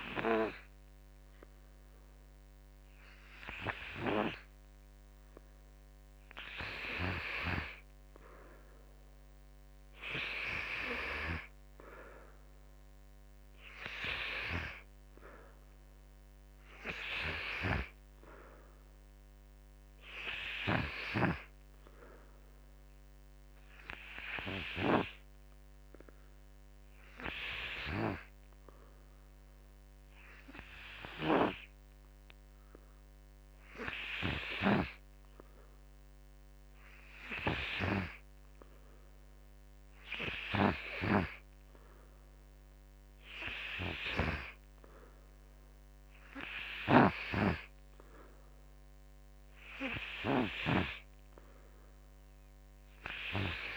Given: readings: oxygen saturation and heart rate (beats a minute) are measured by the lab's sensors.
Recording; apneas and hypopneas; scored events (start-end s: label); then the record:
breathing in sleep by a microphone on the trachea; none
0.00-3.50 s: oxygen desaturation (device-marked, oxygen 90% lowest, heart rate 53 extreme)
From the record:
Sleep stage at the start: N2 (light sleep); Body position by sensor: on the back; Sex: male